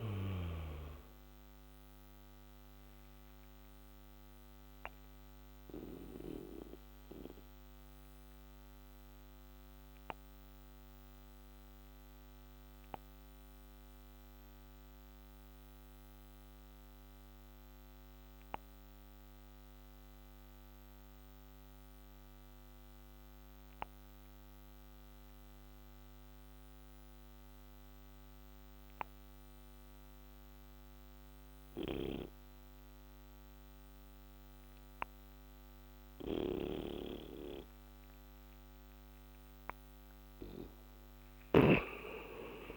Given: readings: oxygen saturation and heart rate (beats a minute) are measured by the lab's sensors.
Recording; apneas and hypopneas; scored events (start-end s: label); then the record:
breathing in sleep by a microphone on the trachea; 1
1.50-38.50 s: obstructive apnea (oxygen 98% before, 89% lowest, heart rate 59 before, 40 extreme, up 9 after)
8.50-25.50 s: oxygen desaturation (device-marked, oxygen 95% before, 89% lowest, heart rate 59 before, 56 extreme)
From the record:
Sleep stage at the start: N2 (light sleep); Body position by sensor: on the back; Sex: male